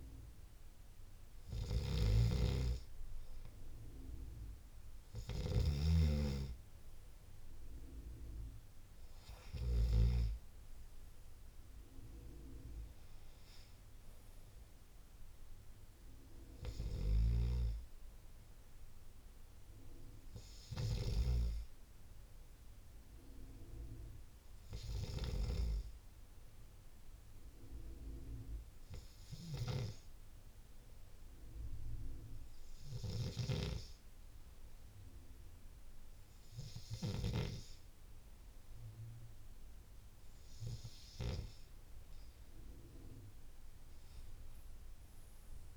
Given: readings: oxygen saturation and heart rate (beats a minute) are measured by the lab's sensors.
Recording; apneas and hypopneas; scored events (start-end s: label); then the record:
breathing in sleep by a room microphone; 1
25.50-41.00 s: obstructive apnea (oxygen 95% before, 93% lowest, heart rate 76 before, 71 extreme, up 27 after)
From the record:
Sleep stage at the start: N2 (light sleep); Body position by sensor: on the left side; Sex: male